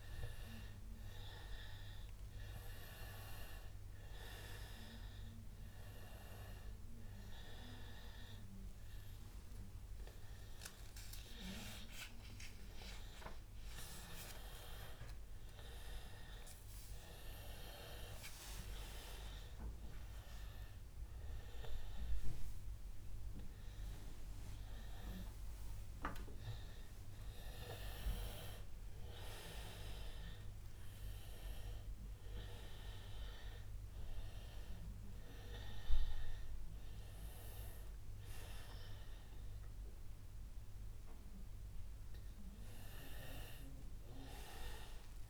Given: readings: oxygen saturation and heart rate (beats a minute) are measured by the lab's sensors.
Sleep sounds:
breathing in sleep by a room microphone; none
36.50-40.50 s: arousal
From the record:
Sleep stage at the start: N2 (light sleep); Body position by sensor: on the back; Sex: male

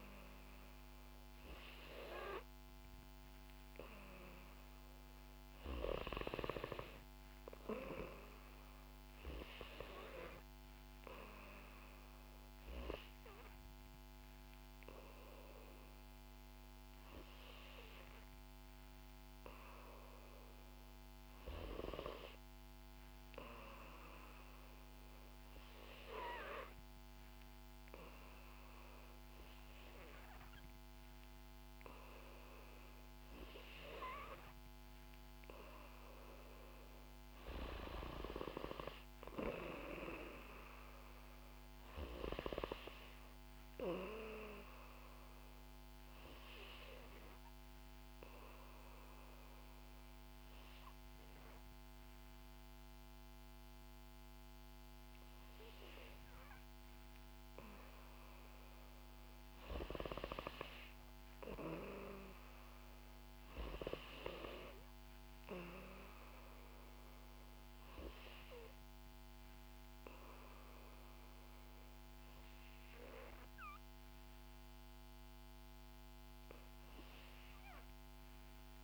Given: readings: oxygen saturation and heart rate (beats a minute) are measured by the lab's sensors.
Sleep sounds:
breathing in sleep by a microphone on the trachea; 2
23.50-34.50 s: hypopnea (oxygen 91% before, 89% lowest, heart rate 64 before, 57 extreme, up 1 after)
37.00-40.50 s: arousal
47.50-59.00 s: obstructive apnea (oxygen 92% before, 89% lowest, heart rate 63 before, 57 extreme, up 9 after)
66.50-69.50 s: arousal
From the record:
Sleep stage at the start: N2 (light sleep); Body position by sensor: on the back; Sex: female

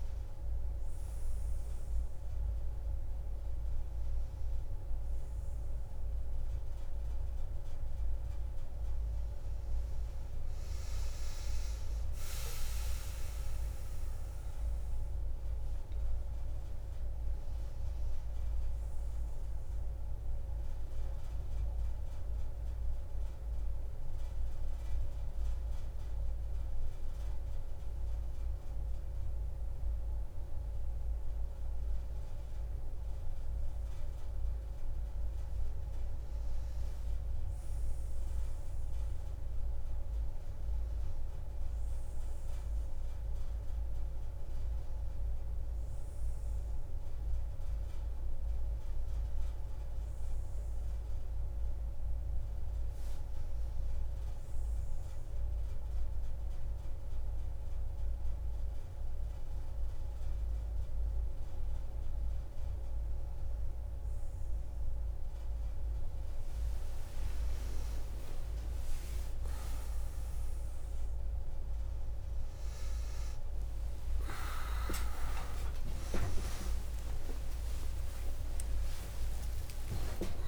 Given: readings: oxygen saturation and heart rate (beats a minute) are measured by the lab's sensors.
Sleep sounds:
a person partly awake in a sleep study, by a room microphone; none
0.00-1.00 s: oxygen desaturation (device-marked, oxygen 91% lowest)
11.00-15.50 s: arousal
18.00-36.00 s: oxygen desaturation (device-marked, oxygen 98% before, 95% lowest)
41.00-44.00 s: tachycardia (device-marked, heart rate 32 before, 58 extreme)
50.00-54.00 s: tachycardia (device-marked, heart rate 34 before, 106 extreme)
52.00-80.48 s: new sleep stage, awake
From the record:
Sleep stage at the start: N2 (light sleep); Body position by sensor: on the back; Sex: female

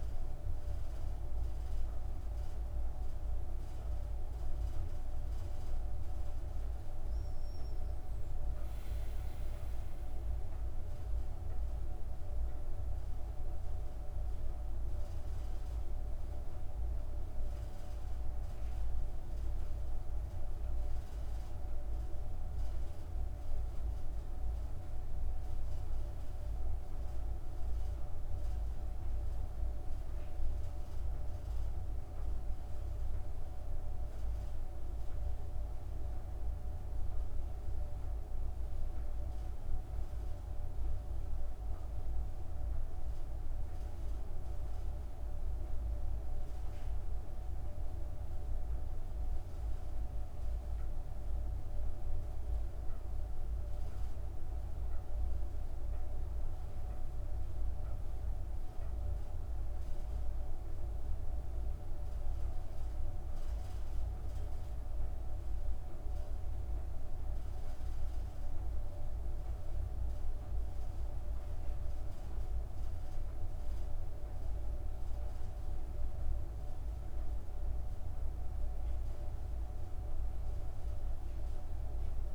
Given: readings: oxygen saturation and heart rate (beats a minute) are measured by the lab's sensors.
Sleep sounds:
breathing in sleep, hard to hear, by a room microphone; 1
29.50-34.00 s: arousal
37.50-59.50 s: mixed apnea (oxygen 99% before, 95% lowest)
62.50-66.50 s: arousal
From the record:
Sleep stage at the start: N2 (light sleep); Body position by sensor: on the back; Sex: female

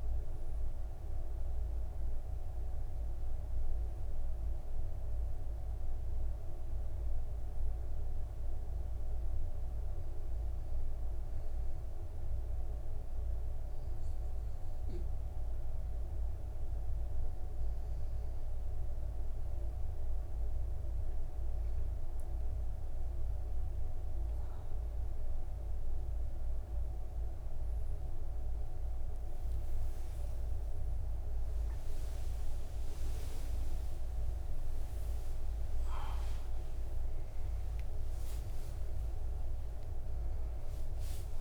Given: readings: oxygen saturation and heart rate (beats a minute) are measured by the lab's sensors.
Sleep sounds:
breathing in sleep, hard to hear, by a room microphone; none
0.00-20.00 s: oxygen desaturation (device-marked, oxygen 97% before, 93% lowest, heart rate 62 before, 64 extreme)
15.00-41.41 s: new sleep stage, N1 (lightest sleep)
34.50-41.00 s: arousal
38.00-40.00 s: long interval between heartbeats (device-marked, heart rate 79 before, 77 extreme)
From the record:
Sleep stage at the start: N2 (light sleep); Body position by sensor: on the right side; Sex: male

